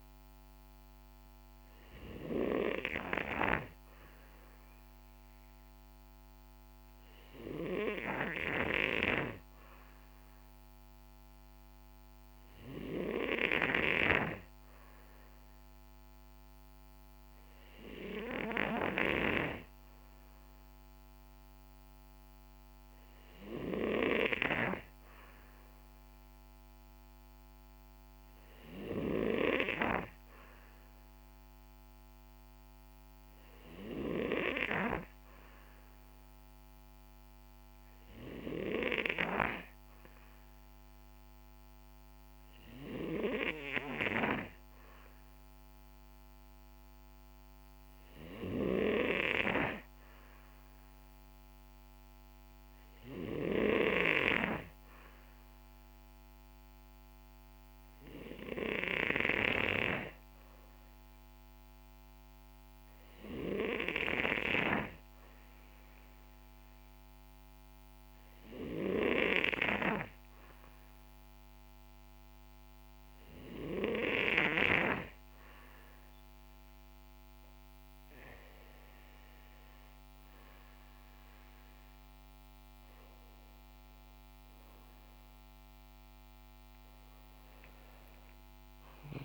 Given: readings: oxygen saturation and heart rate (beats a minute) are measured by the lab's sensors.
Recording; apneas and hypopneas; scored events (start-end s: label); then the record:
breathing in sleep by a microphone on the trachea; 2
7.50-23.50 s: hypopnea (oxygen 93% before, 91% lowest, heart rate 61 before, 59 extreme, up 2 after)
26.00-30.00 s: arousal
57.00-77.50 s: hypopnea (oxygen 93% before, 90% lowest, heart rate 61 before, 60 extreme, up 6 after)
From the record:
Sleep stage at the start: N2 (light sleep); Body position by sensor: on the back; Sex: male